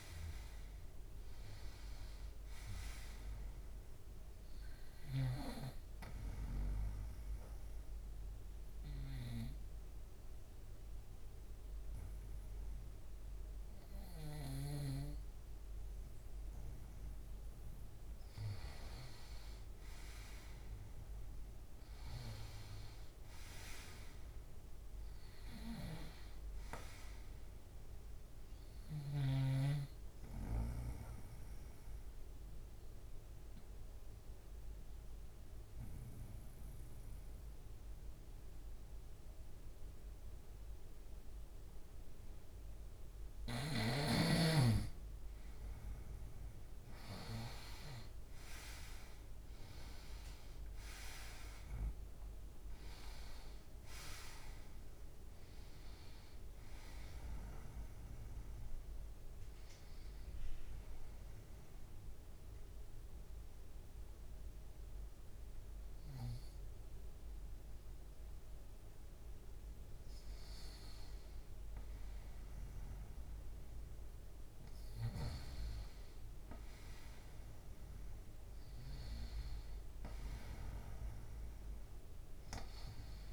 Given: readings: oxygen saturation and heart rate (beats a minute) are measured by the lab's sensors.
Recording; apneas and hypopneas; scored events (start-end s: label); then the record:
breathing in sleep by a room microphone; 3
5.50-17.00 s: obstructive apnea (oxygen 98% before, 90% lowest, heart rate 71 before, 68 extreme, up 3 after)
9.00-25.00 s: oxygen desaturation (device-marked, oxygen 98% before, 91% lowest, heart rate 71 before, 68 extreme)
21.00-25.00 s: arousal
30.00-43.00 s: obstructive apnea (oxygen 98% before, 90% lowest, heart rate 72 before, 68 extreme, up 6 after)
36.00-47.00 s: oxygen desaturation (device-marked, oxygen 97% before, 92% lowest, heart rate 72 before, 68 extreme)
48.00-52.00 s: arousal
58.00-80.00 s: oxygen desaturation (device-marked, oxygen 97% before, 90% lowest, heart rate 72 before, 69 extreme)
59.50-70.00 s: mixed apnea (oxygen 97% before, 90% lowest, heart rate 73 before, 69 extreme, up 1 after)
80.50-83.33 s: arousal
From the record:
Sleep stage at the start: N2 (light sleep); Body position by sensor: on the right side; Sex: male